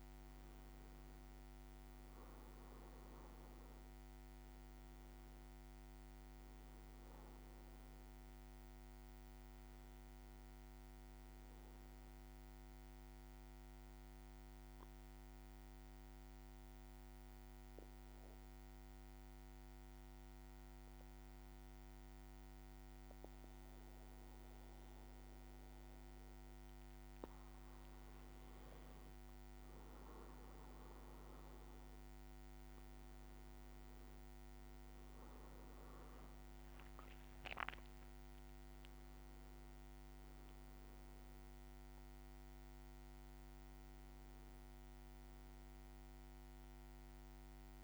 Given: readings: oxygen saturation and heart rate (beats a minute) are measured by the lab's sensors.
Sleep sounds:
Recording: breathing in sleep, hard to hear, by a microphone on the trachea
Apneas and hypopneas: 1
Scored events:
12.00-26.50 s: obstructive apnea (oxygen 98% before, 95% lowest, heart rate 58 before, 53 extreme, up 5 after)
27.00-29.50 s: leg movement (device-marked)
28.50-34.50 s: arousal
From the record:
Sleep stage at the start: N2 (light sleep)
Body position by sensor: on the back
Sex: male

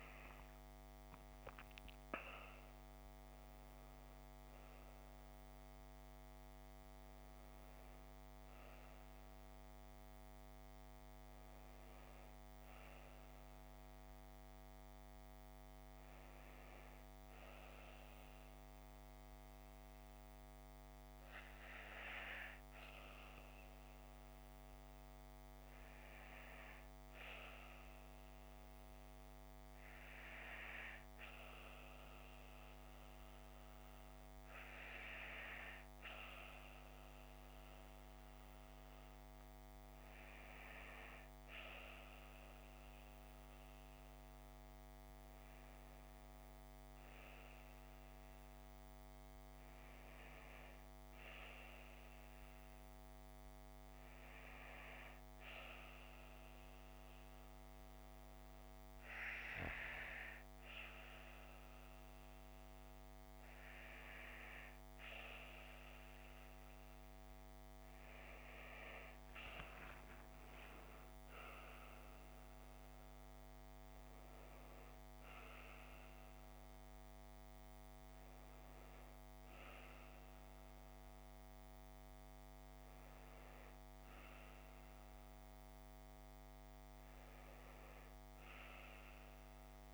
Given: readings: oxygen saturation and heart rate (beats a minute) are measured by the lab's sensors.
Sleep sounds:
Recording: breathing in sleep by a microphone on the trachea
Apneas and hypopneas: none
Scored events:
70.00-73.50 s: arousal
From the record:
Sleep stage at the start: N2 (light sleep)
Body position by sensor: on the left side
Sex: female

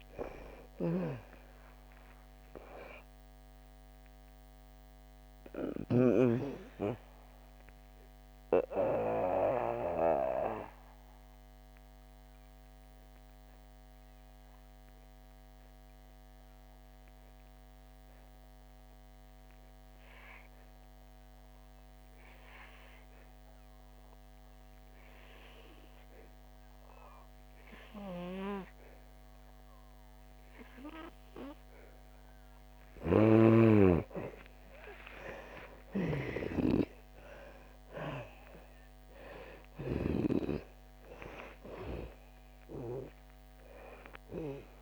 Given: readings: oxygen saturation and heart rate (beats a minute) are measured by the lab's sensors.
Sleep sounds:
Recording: breathing in sleep by a microphone on the trachea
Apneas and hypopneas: 1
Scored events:
0.00-24.00 s: oxygen desaturation (device-marked, oxygen 79% lowest, heart rate 59 extreme)
5.50-31.50 s: obstructive apnea (oxygen 99% before, 79% lowest, heart rate 73 before, 56 extreme, up 6 after)
26.00-44.82 s: oxygen desaturation (device-marked, oxygen 99% before, 82% lowest, heart rate 64 before, 56 extreme)
33.00-40.00 s: snoring (device-marked)
34.50-39.50 s: arousal
From the record:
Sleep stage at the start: N2 (light sleep)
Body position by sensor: on the back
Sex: female

